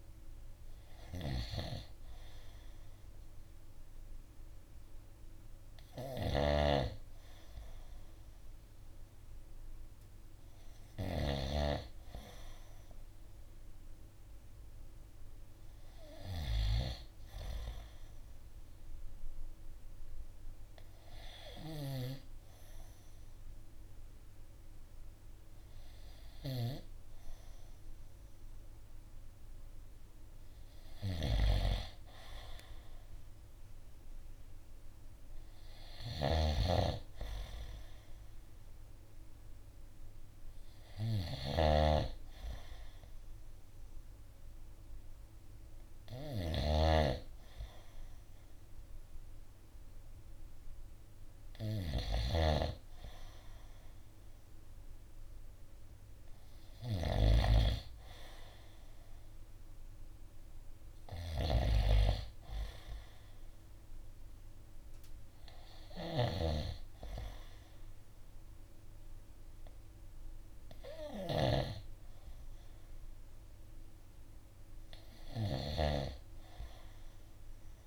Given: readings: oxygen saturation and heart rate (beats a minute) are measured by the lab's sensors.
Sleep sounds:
breathing in sleep by a room microphone; none
5.50-10.50 s: snoring (device-marked)
21.00-77.87 s: snoring (device-marked)
From the record:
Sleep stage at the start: N2 (light sleep); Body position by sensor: on the right side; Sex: male

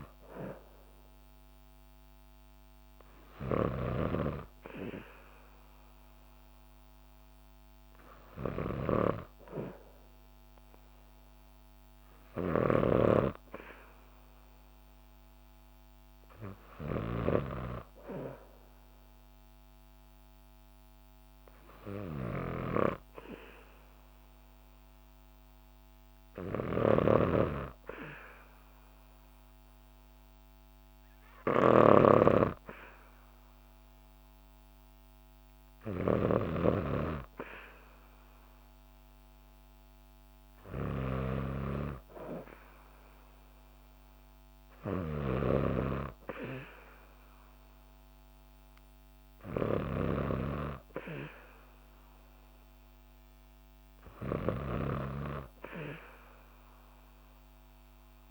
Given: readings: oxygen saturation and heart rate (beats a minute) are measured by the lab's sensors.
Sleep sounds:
breathing in sleep by a microphone on the trachea; none
3.00-58.31 s: snoring (device-marked)
From the record:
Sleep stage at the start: N2 (light sleep); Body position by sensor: on the back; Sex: female

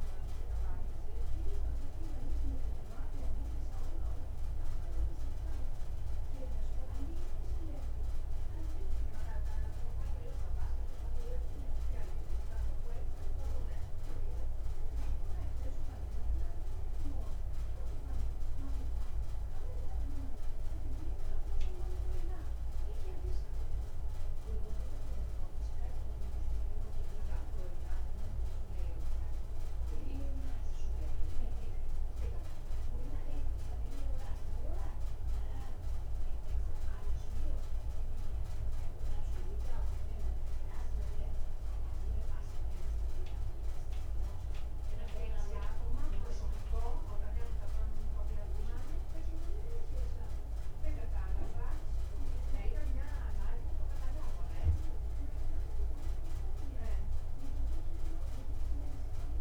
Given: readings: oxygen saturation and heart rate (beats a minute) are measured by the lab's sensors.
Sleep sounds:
breathing in sleep by a room microphone; none
none scored
From the record:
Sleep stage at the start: N1 (lightest sleep); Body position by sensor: on the back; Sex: male

